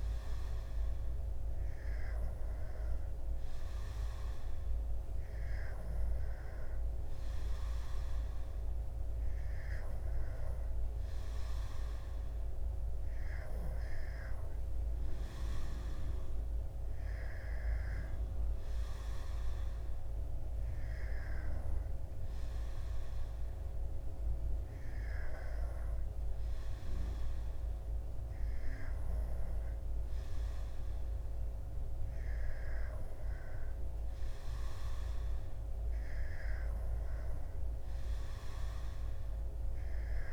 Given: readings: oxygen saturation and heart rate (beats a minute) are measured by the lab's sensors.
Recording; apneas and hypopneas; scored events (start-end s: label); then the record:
breathing in sleep, hard to hear, by a room microphone; none
none scored
From the record:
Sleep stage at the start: N2 (light sleep); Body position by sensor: on the back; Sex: male